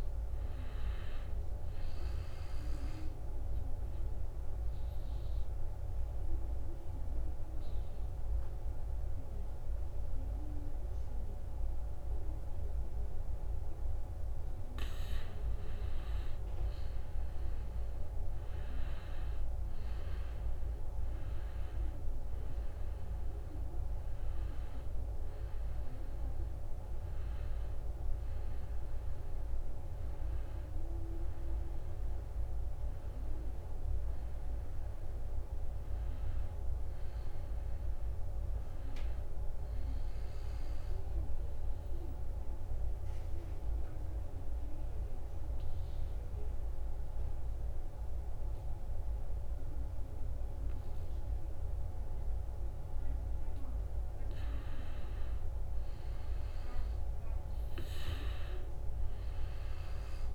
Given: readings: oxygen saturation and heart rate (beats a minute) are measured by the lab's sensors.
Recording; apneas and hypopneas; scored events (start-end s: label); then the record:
breathing in sleep, hard to hear, by a room microphone; 2
3.50-14.00 s: obstructive apnea (oxygen 95% before, 89% lowest, heart rate 73 before, 66 extreme, up 6 after)
13.50-39.50 s: oxygen desaturation (device-marked, oxygen 96% before, 89% lowest, heart rate 70 before, 71 extreme)
16.00-21.00 s: arousal
42.00-54.00 s: obstructive apnea (oxygen 97% before, 91% lowest, heart rate 74 before, 72 extreme, up 1 after)
57.00-60.35 s: arousal
57.50-60.35 s: oxygen desaturation (device-marked, oxygen 96% before, 91% lowest, heart rate 74 before, 69 extreme)
From the record:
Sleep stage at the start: N2 (light sleep); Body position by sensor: on the back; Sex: male